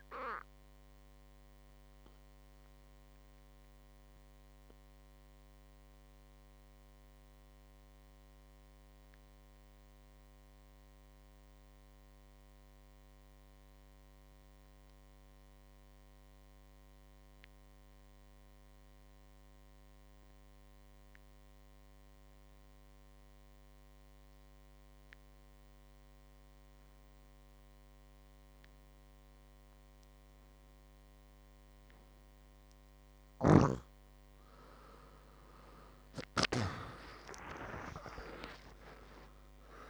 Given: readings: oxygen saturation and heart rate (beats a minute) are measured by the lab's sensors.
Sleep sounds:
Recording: breathing in sleep by a microphone on the trachea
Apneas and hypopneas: 1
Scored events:
0.00-13.00 s: oxygen desaturation (device-marked, oxygen 88% lowest, heart rate 56 extreme)
0.50-32.50 s: obstructive apnea (oxygen 99% before, 87% lowest, heart rate 63 before, 53 extreme, up 27 after)
28.00-39.90 s: oxygen desaturation (device-marked, oxygen 99% before, 87% lowest, heart rate 59 before, 53 extreme)
36.50-39.90 s: arousal
From the record:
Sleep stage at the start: N2 (light sleep)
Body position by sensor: on the back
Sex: male

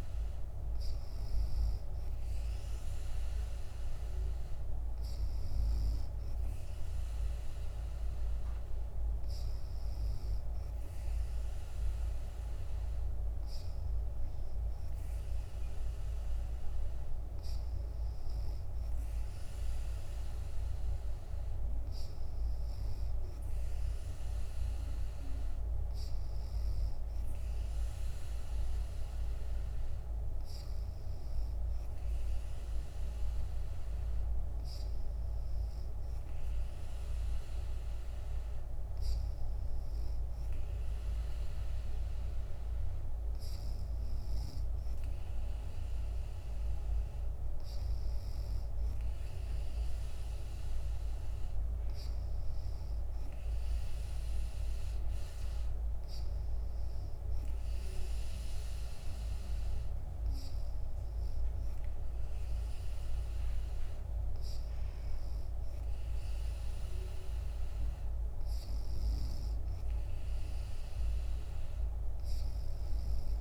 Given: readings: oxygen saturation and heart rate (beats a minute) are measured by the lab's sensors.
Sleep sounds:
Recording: breathing in sleep, hard to hear, by a room microphone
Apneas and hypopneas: none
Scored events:
none scored
From the record:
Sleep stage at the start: N2 (light sleep)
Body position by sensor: on the back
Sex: female

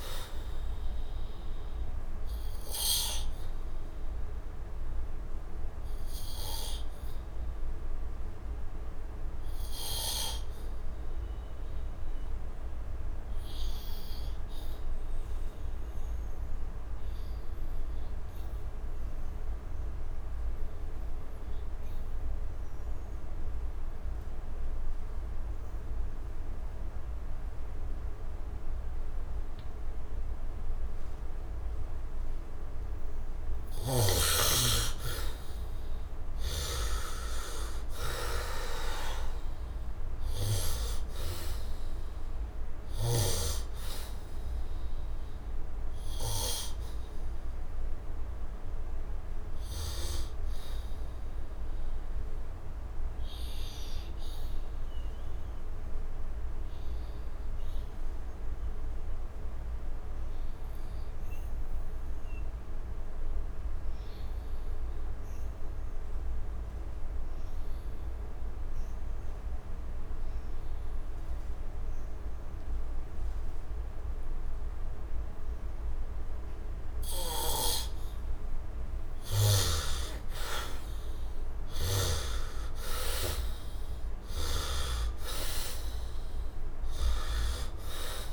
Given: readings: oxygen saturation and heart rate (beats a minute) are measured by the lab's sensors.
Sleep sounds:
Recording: breathing in sleep by a room microphone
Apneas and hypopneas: 2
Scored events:
0.00-18.00 s: oxygen desaturation (device-marked, oxygen 71% lowest, heart rate 68 extreme)
2.50-32.00 s: obstructive apnea (oxygen 98% before, 71% lowest, heart rate 80 before, 67 extreme, up 18 after)
24.00-64.00 s: oxygen desaturation (device-marked, oxygen 98% before, 72% lowest, heart rate 71 before, 65 extreme)
34.00-38.00 s: arousal
48.00-77.50 s: obstructive apnea (oxygen 98% before, 72% lowest, heart rate 82 before, 65 extreme, up 14 after)
75.00-88.33 s: oxygen desaturation (device-marked, oxygen 100% before, 72% lowest, heart rate 69 before, 67 extreme)
76.50-81.50 s: snoring (device-marked)
79.50-82.50 s: arousal
From the record:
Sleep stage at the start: N2 (light sleep)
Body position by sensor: on the back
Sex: male

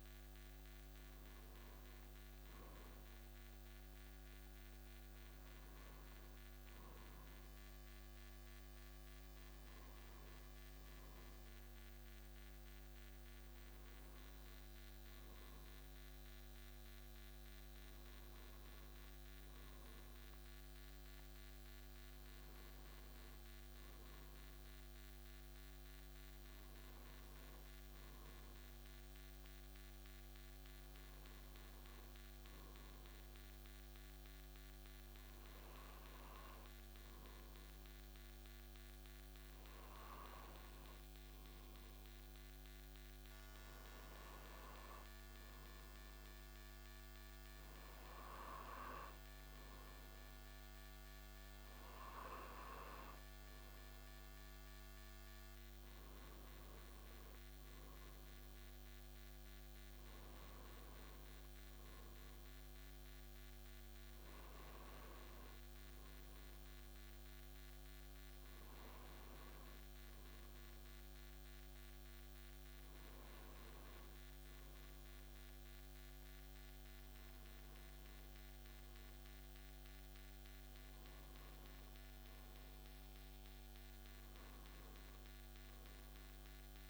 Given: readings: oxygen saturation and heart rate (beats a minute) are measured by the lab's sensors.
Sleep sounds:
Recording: breathing in sleep, hard to hear, by a microphone on the trachea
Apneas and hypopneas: none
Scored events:
none scored
From the record:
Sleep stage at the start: N1 (lightest sleep)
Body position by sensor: on the left side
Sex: male

